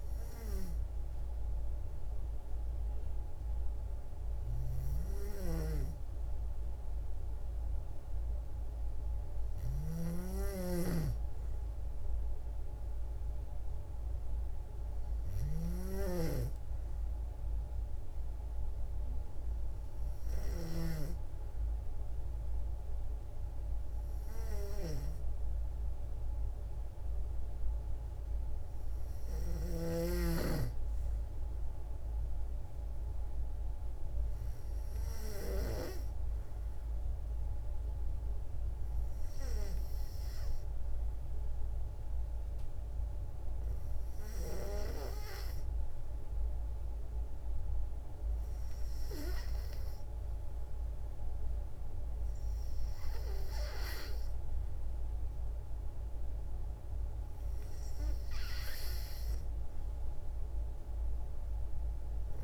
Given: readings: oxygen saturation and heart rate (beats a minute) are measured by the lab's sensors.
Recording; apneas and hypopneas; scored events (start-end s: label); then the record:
breathing in sleep by a room microphone; none
1.00-11.00 s: oxygen desaturation (device-marked, oxygen 97% before, 92% lowest, heart rate 57 before, 53 extreme)
9.50-15.50 s: snoring (device-marked)
From the record:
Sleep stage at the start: N2 (light sleep); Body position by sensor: on the back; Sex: female